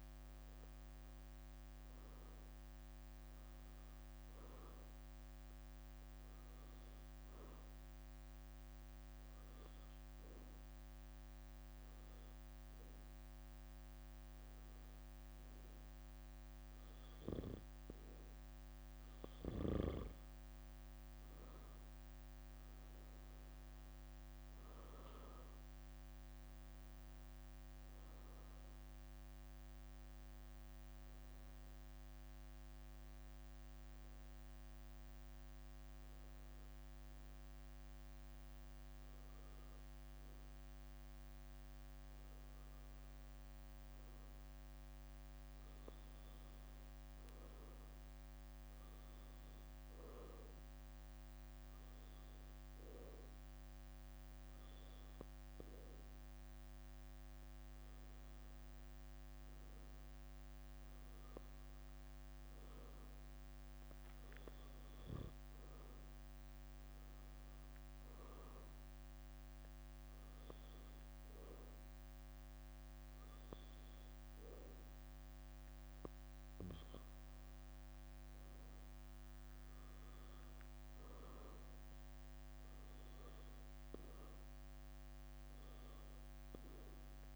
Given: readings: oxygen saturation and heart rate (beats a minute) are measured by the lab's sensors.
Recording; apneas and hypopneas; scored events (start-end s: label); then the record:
breathing in sleep, hard to hear, by a microphone on the trachea; 3
0.00-3.00 s: arousal
7.50-18.50 s: obstructive apnea (oxygen 94% before, 89% lowest, heart rate 73 before, 68 extreme, up 8 after)
21.00-25.50 s: arousal
28.50-32.00 s: leg movement (device-marked)
29.50-43.50 s: oxygen desaturation (device-marked, oxygen 93% before, 89% lowest, heart rate 73 before, 68 extreme)
31.50-43.00 s: obstructive apnea (oxygen 94% before, 89% lowest, heart rate 73 before, 68 extreme, up 5 after)
36.00-44.50 s: leg movement (device-marked)
46.00-50.00 s: arousal
52.00-55.50 s: leg movement (device-marked)
57.50-65.50 s: leg movement (device-marked)
63.50-74.00 s: obstructive apnea (oxygen 96% before, 89% lowest, heart rate 71 before, 67 extreme, up 4 after)
73.00-76.00 s: leg movement (device-marked)
76.00-80.00 s: arousal
78.00-86.00 s: leg movement (device-marked)
From the record:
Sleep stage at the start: N2 (light sleep); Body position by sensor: on the back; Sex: female